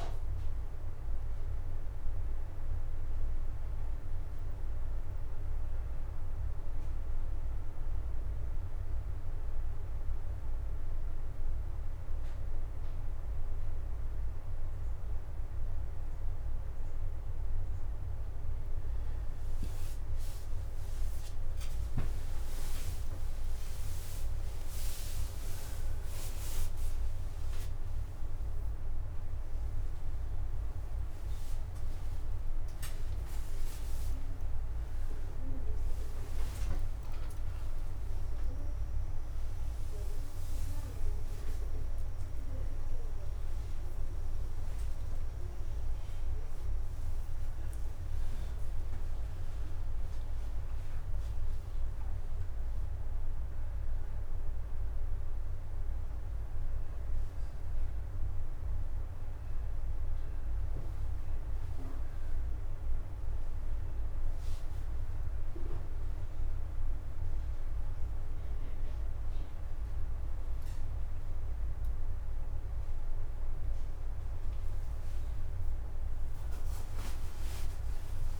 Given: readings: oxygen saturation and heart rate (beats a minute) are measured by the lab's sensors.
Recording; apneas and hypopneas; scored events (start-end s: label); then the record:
a person awake in a sleep study, hard to hear, by a room microphone; none
53.50-61.50 s: oxygen desaturation (device-marked, oxygen 96% before, 93% lowest, heart rate 77 before, 69 extreme)
From the record:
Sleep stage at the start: awake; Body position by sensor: on the right side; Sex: male